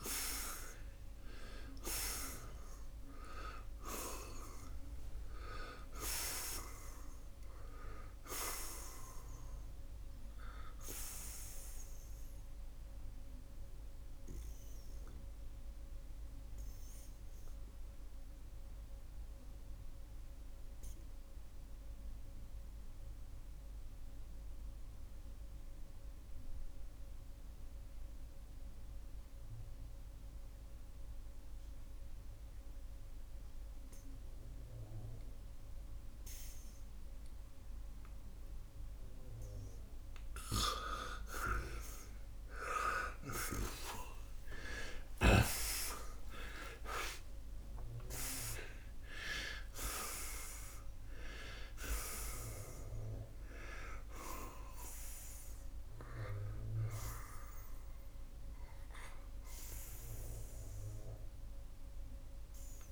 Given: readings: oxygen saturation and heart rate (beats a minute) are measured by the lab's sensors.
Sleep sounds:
breathing in sleep by a room microphone; 1
14.00-39.50 s: obstructive apnea (oxygen 94% before, 87% lowest, heart rate 86 before, 65 extreme)
21.00-40.00 s: oxygen desaturation (device-marked, oxygen 93% before, 87% lowest, heart rate 84 before, 65 extreme)
44.00-48.50 s: arousal
From the record:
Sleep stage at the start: N2 (light sleep); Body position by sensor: on the right side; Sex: male

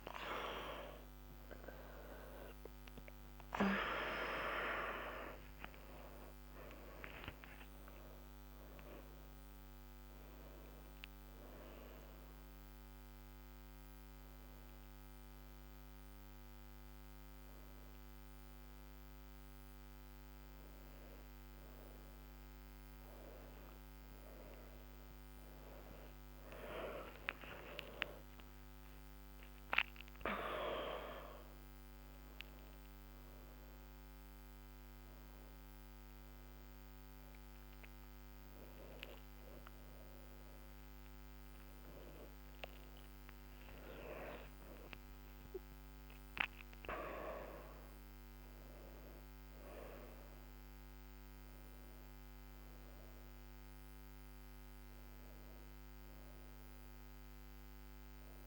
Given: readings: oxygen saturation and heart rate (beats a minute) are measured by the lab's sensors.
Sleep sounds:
a person awake in a sleep study, by a microphone on the trachea; none
none scored
From the record:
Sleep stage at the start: awake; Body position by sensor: on the back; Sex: female

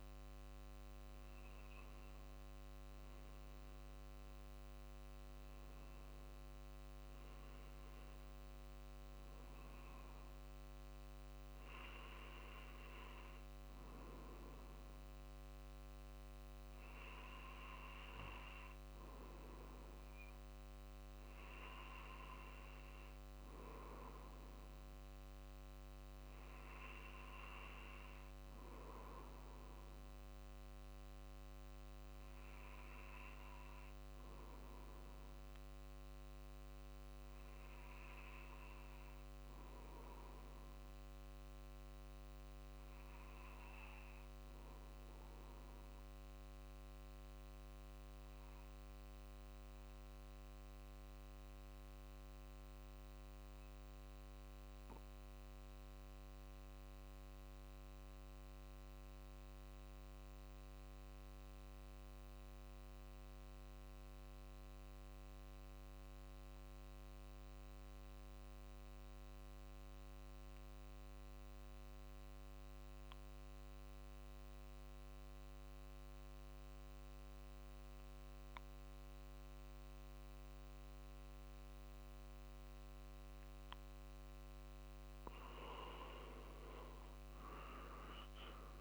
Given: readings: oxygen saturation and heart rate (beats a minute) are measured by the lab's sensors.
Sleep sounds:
breathing in sleep by a microphone on the trachea; 1
3.50-33.50 s: drop in pulse transit time (device-marked, heart rate 46 before, 46 extreme)
12.50-88.81 s: new sleep stage, REM sleep
42.50-82.50 s: obstructive apnea (oxygen 94% before, 86% lowest, heart rate 47 before, 46 extreme, up 4 after)
84.50-88.50 s: arousal
87.50-88.81 s: oxygen desaturation (device-marked, oxygen 94% before, 91% lowest, heart rate 47 before, 48 extreme)
From the record:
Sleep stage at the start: N2 (light sleep); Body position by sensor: on the back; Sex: male

